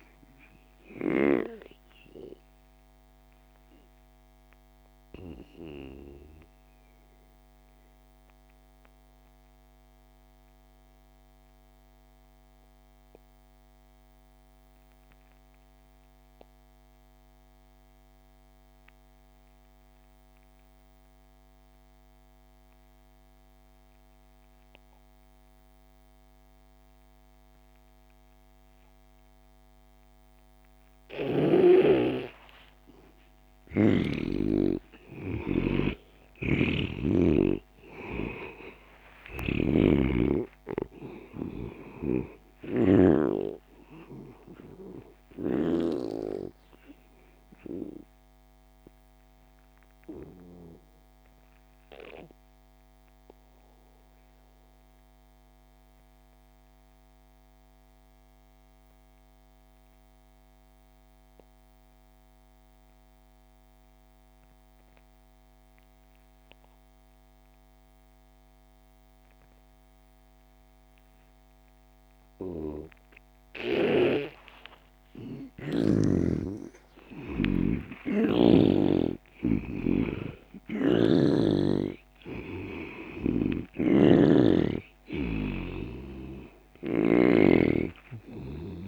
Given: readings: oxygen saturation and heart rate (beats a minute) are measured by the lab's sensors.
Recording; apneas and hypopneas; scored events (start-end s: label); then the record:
breathing in sleep by a microphone on the trachea; 2
0.00-12.00 s: oxygen desaturation (device-marked, oxygen 81% lowest)
1.50-31.50 s: mixed apnea (oxygen 98% before, 81% lowest)
28.00-53.00 s: oxygen desaturation (device-marked, oxygen 98% before, 81% lowest)
33.00-38.00 s: arousal
41.50-46.00 s: snoring (device-marked)
46.50-74.50 s: obstructive apnea (oxygen 99% before, 81% lowest)
73.00-88.88 s: oxygen desaturation (device-marked, oxygen 98% before, 83% lowest)
75.50-79.00 s: arousal
83.50-87.00 s: snoring (device-marked)
From the record:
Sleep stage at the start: N2 (light sleep); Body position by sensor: on the back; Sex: male